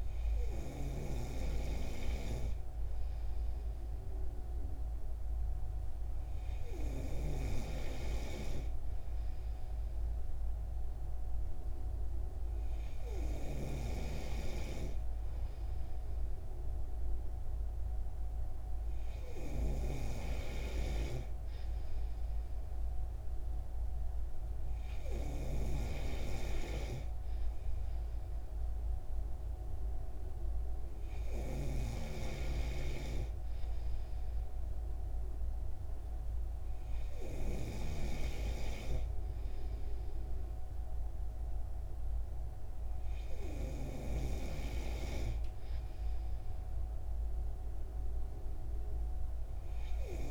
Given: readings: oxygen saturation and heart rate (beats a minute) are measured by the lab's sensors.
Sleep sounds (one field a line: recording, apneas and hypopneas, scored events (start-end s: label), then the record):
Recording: breathing in sleep by a room microphone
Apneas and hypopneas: none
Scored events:
none scored
From the record:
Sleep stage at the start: N3 (deep sleep)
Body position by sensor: on the right side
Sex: male